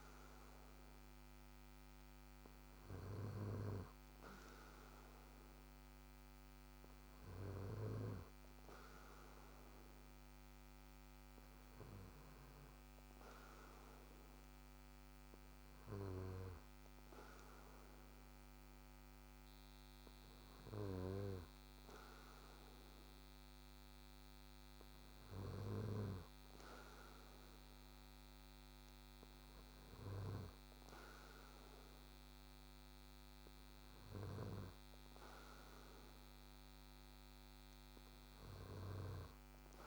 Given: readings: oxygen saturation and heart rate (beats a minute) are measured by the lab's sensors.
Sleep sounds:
breathing in sleep by a microphone on the trachea; none
none scored
From the record:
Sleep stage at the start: N2 (light sleep); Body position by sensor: on the back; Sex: male

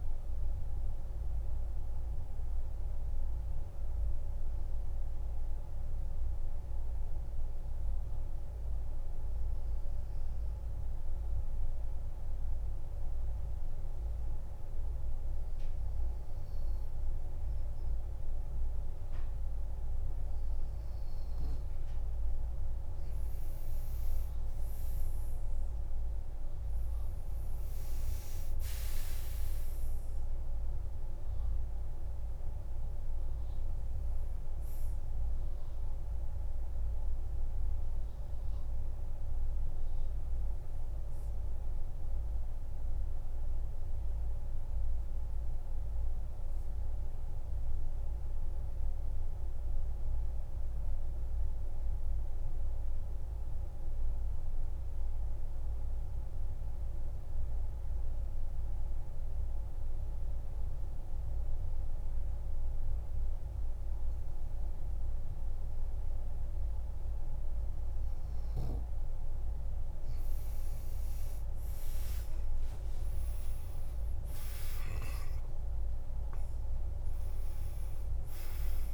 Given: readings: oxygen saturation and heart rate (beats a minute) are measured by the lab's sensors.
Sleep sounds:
breathing in sleep, hard to hear, by a room microphone; 2
0.00-12.00 s: oxygen desaturation (device-marked, oxygen 91% lowest, heart rate 46 extreme)
1.00-20.50 s: obstructive apnea (oxygen 98% before, 91% lowest, heart rate 56 before, 46 extreme, up 11 after)
22.50-27.00 s: arousal
24.00-54.00 s: oxygen desaturation (device-marked, oxygen 99% before, 91% lowest, heart rate 50 before, 46 extreme)
44.00-68.50 s: mixed apnea (oxygen 99% before, 90% lowest, heart rate 54 before, 47 extreme, up 17 after)
71.00-78.94 s: oxygen desaturation (device-marked, oxygen 99% before, 90% lowest, heart rate 50 before, 47 extreme)
71.50-75.50 s: arousal
From the record:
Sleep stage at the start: N2 (light sleep); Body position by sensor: on the back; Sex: male

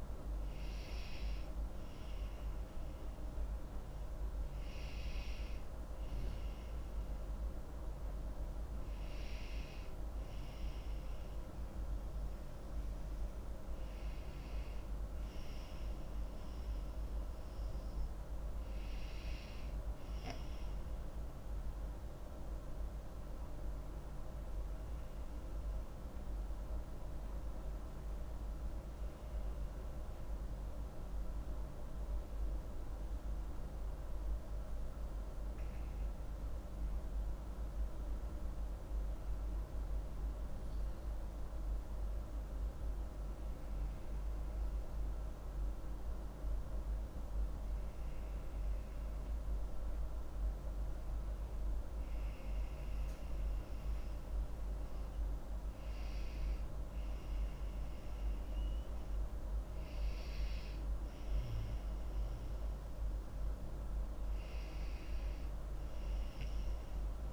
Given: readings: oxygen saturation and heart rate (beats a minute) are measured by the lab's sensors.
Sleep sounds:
breathing in sleep, hard to hear, by a room microphone; none
33.00-37.00 s: arousal
From the record:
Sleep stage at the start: N2 (light sleep); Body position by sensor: on the back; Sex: female

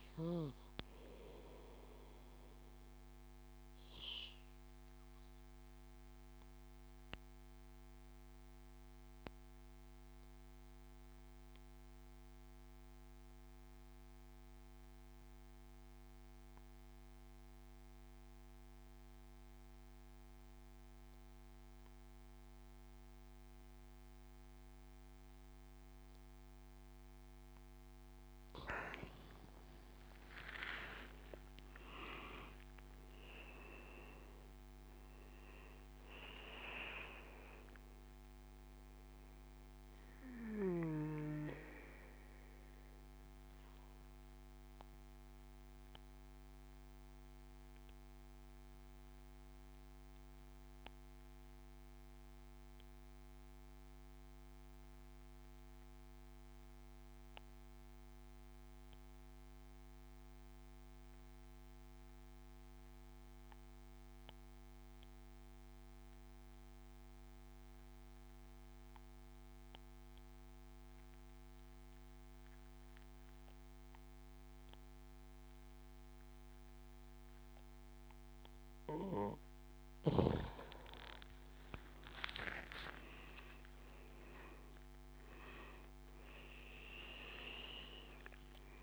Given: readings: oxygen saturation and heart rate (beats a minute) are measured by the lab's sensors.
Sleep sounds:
breathing in sleep by a microphone on the trachea; 2
0.00-13.50 s: oxygen desaturation (device-marked, oxygen 93% lowest, heart rate 63 extreme)
1.50-27.00 s: obstructive apnea (oxygen 99% before, 91% lowest, heart rate 73 before, 62 extreme, up 13 after)
26.50-52.50 s: oxygen desaturation (device-marked, oxygen 98% before, 92% lowest, heart rate 72 before, 62 extreme)
29.00-33.50 s: arousal
42.00-78.00 s: obstructive apnea (oxygen 99% before, 89% lowest, heart rate 78 before, 65 extreme, up 13 after)
67.50-88.83 s: oxygen desaturation (device-marked, oxygen 99% before, 89% lowest, heart rate 68 before, 66 extreme)
81.50-85.00 s: arousal
From the record:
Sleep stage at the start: N2 (light sleep); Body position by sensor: on the back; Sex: male

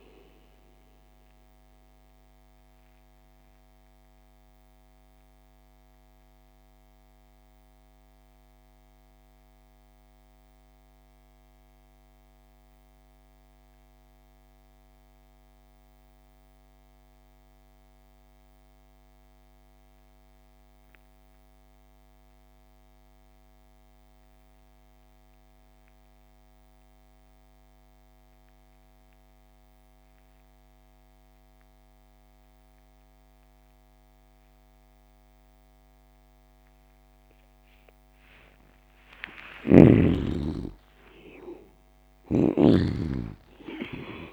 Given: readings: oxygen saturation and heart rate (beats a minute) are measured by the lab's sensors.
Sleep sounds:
breathing in sleep by a microphone on the trachea; 1
0.00-16.00 s: oxygen desaturation (device-marked, oxygen 77% lowest)
3.00-38.00 s: mixed apnea (oxygen 98% before, 74% lowest)
32.00-44.33 s: oxygen desaturation (device-marked, oxygen 97% before, 74% lowest)
39.00-42.50 s: arousal
41.50-44.33 s: snoring (device-marked)
From the record:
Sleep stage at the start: N2 (light sleep); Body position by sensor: on the back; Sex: male

